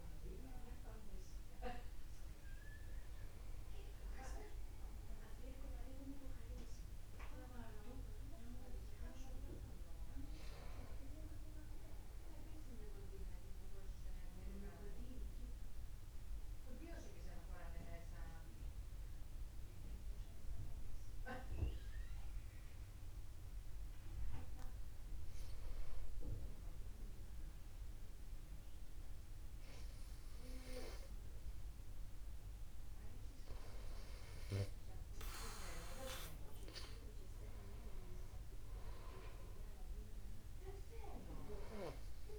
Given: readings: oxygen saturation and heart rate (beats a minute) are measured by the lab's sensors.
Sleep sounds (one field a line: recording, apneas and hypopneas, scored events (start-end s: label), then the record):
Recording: breathing in sleep by a room microphone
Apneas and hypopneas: 1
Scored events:
3.00-7.50 s: arousal
13.50-25.50 s: central apnea (oxygen 97% before, 95% lowest, heart rate 52 before, 50 extreme, up 0 after)
16.00-42.39 s: new sleep stage, N2 (light sleep)
28.00-31.50 s: arousal
41.00-42.39 s: long interval between heartbeats (device-marked, heart rate 50 before, 59 extreme)
From the record:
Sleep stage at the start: N1 (lightest sleep)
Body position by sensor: upright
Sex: male